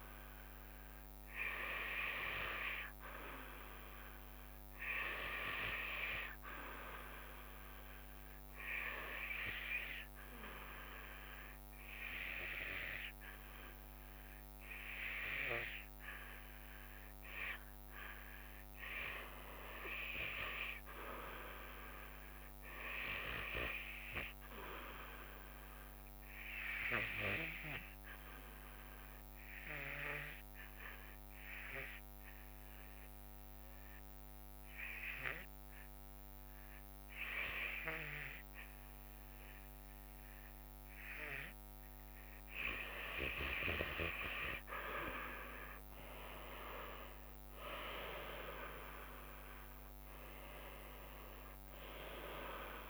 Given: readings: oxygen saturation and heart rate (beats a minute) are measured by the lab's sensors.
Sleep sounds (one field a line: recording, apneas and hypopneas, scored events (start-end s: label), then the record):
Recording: breathing in sleep by a microphone on the trachea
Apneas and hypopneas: 2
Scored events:
0.00-3.00 s: oxygen desaturation (device-marked, oxygen 90% lowest, heart rate 67 extreme)
0.00-4.00 s: drop in pulse transit time (device-marked, heart rate 79 extreme)
8.50-18.50 s: obstructive apnea (oxygen 94% before, 87% lowest, heart rate 81 before, 63 extreme, up 11 after)
20.50-24.00 s: arousal
21.00-32.00 s: drop in pulse transit time (device-marked, heart rate 75 before, 68 extreme)
24.00-36.00 s: oxygen desaturation (device-marked, oxygen 94% before, 90% lowest, heart rate 74 before, 63 extreme)
26.50-40.50 s: obstructive apnea (oxygen 94% before, 87% lowest, heart rate 74 before, 63 extreme, up 16 after)
43.00-47.00 s: arousal
45.00-52.89 s: oxygen desaturation (device-marked, oxygen 93% before, 87% lowest, heart rate 68 before, 69 extreme)
46.00-52.89 s: drop in pulse transit time (device-marked, heart rate 67 before, 72 extreme)
From the record:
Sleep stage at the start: REM sleep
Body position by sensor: on the back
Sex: female